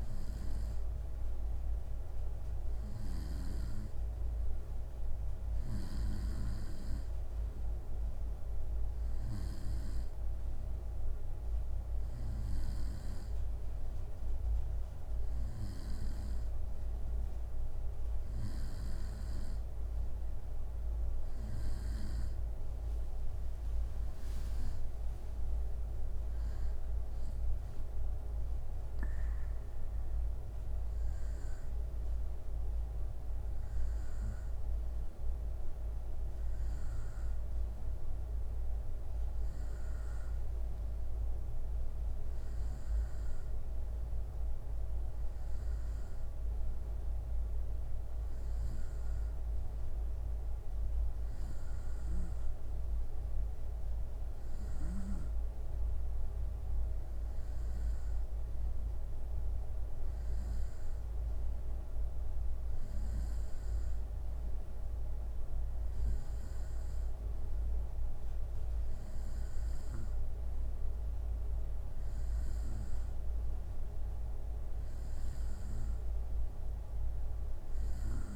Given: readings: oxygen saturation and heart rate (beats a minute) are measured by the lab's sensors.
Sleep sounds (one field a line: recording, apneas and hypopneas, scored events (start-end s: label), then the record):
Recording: breathing in sleep, hard to hear, by a room microphone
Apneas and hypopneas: none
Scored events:
none scored
From the record:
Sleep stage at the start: N2 (light sleep)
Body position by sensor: on the right side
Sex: male